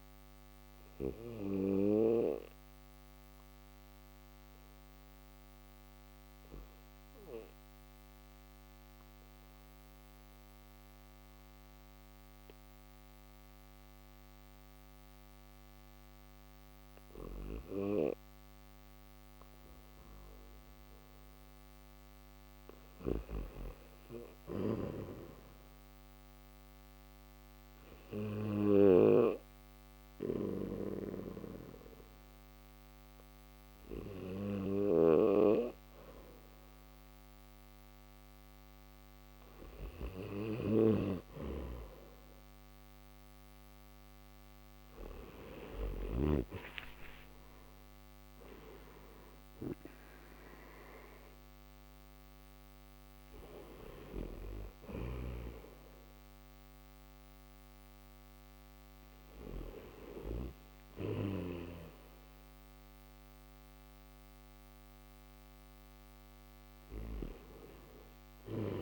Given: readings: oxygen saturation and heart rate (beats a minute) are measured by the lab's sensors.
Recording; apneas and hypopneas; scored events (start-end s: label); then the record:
breathing in sleep by a microphone on the trachea; none
22.00-45.50 s: snoring (device-marked)
30.50-43.50 s: oxygen desaturation (device-marked, oxygen 94% before, 87% lowest, heart rate 60 before, 56 extreme)
51.50-68.82 s: oxygen desaturation (device-marked, oxygen 92% before, 86% lowest, heart rate 68 before, 56 extreme)
54.00-60.00 s: snoring (device-marked)
From the record:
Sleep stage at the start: N3 (deep sleep); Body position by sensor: on the back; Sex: male